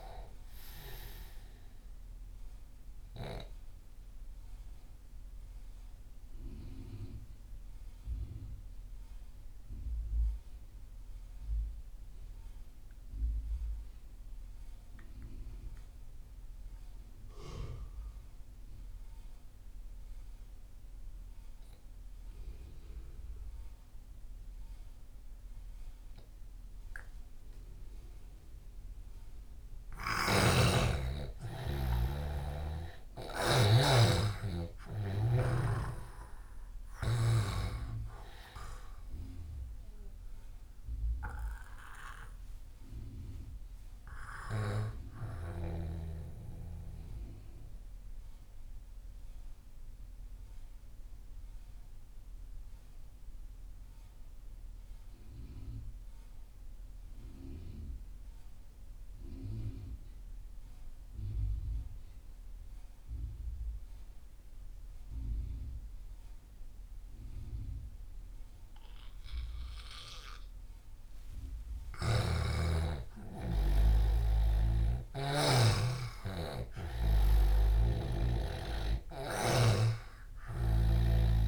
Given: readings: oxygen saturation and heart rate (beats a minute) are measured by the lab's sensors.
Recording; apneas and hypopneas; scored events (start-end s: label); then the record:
breathing in sleep by a room microphone; 2
0.00-20.00 s: oxygen desaturation (device-marked, oxygen 90% lowest)
4.50-29.50 s: mixed apnea (oxygen 98% before, 89% lowest)
32.00-35.50 s: arousal
35.00-60.00 s: oxygen desaturation (device-marked, oxygen 98% before, 89% lowest)
47.00-71.50 s: mixed apnea (oxygen 98% before, 89% lowest)
72.50-77.50 s: arousal
74.00-81.48 s: oxygen desaturation (device-marked, oxygen 98% before, 91% lowest)
74.50-78.50 s: snoring (device-marked)
From the record:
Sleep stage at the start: N2 (light sleep); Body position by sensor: on the left side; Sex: male